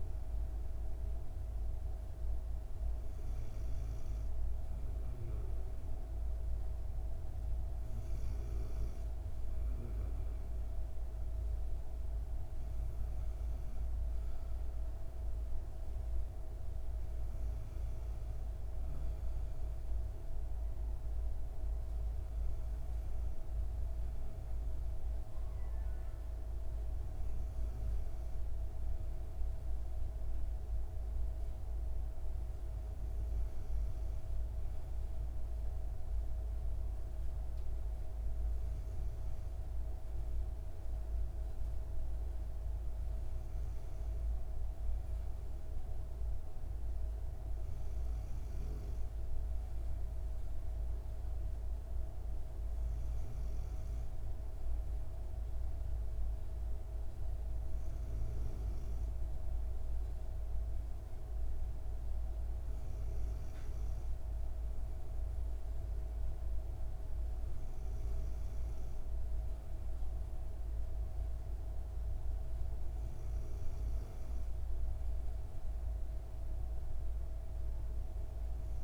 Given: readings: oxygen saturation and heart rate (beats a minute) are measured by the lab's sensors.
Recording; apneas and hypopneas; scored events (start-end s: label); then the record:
breathing in sleep, hard to hear, by a room microphone; none
none scored
From the record:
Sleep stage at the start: N2 (light sleep); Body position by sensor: on the back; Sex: female